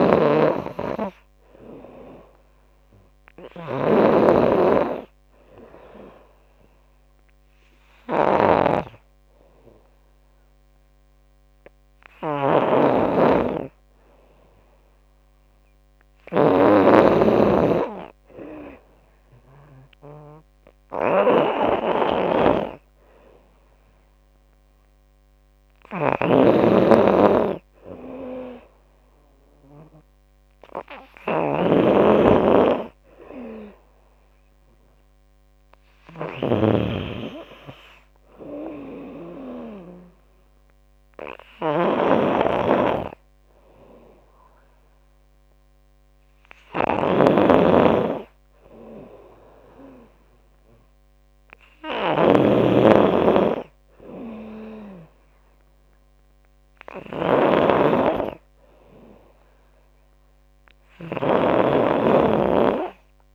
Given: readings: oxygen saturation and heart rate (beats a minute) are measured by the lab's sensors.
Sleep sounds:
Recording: breathing in sleep by a microphone on the trachea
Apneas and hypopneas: 1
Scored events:
0.00-63.35 s: snoring (device-marked)
6.00-16.00 s: obstructive apnea (oxygen 94% before, 88% lowest, heart rate 82 before, 81 extreme, up 5 after)
17.00-20.50 s: arousal
20.00-37.00 s: oxygen desaturation (device-marked, oxygen 94% before, 88% lowest, heart rate 82 before, 76 extreme)
From the record:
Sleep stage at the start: N2 (light sleep)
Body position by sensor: on the back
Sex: female

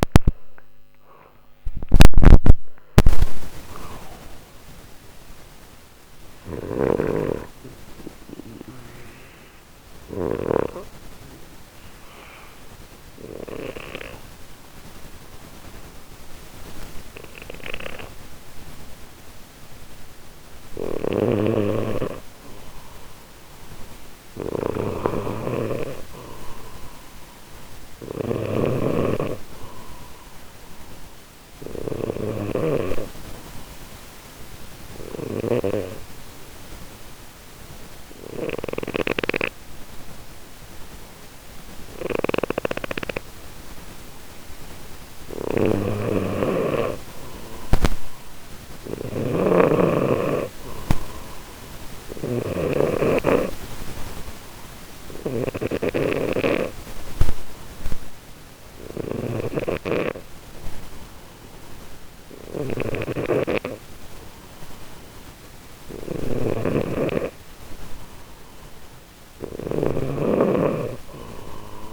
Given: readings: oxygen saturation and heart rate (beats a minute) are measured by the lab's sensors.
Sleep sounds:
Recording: breathing in sleep by a microphone on the trachea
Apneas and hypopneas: 3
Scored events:
0.00-2.00 s: arousal
0.00-14.50 s: oxygen desaturation (device-marked, oxygen 92% lowest, heart rate 59 extreme)
6.00-10.00 s: snoring (device-marked)
8.00-21.00 s: obstructive apnea (oxygen 95% before, 92% lowest, heart rate 60 before, 59 extreme, up 1 after)
20.50-71.93 s: snoring (device-marked)
24.50-28.00 s: arousal
34.00-44.50 s: obstructive apnea (oxygen 97% before, 92% lowest, heart rate 60 before, 60 extreme, up 0 after)
46.00-49.50 s: arousal
53.50-66.50 s: obstructive apnea (oxygen 97% before, 92% lowest, heart rate 60 before, 60 extreme, up 0 after)
68.00-71.50 s: arousal
From the record:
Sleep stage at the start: N2 (light sleep)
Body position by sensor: on the left side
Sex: male

